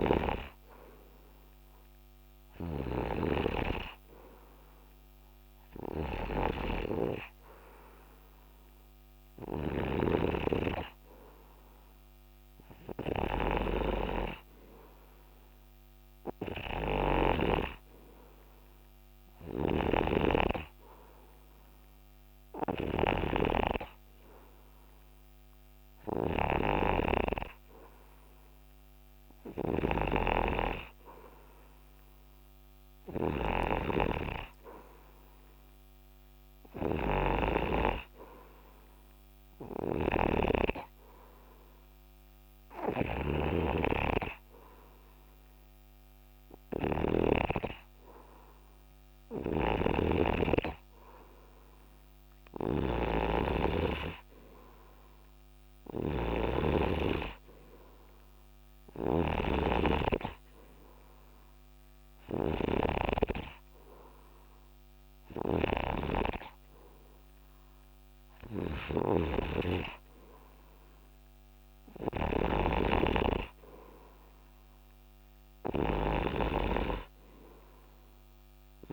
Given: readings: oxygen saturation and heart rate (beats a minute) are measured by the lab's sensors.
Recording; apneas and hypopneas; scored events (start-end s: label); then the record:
breathing in sleep by a microphone on the trachea; none
0.00-48.00 s: snoring (device-marked)
33.00-78.92 s: new sleep stage, N3 (deep sleep)
50.00-78.92 s: snoring (device-marked)
From the record:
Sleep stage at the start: N2 (light sleep); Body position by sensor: on the right side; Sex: male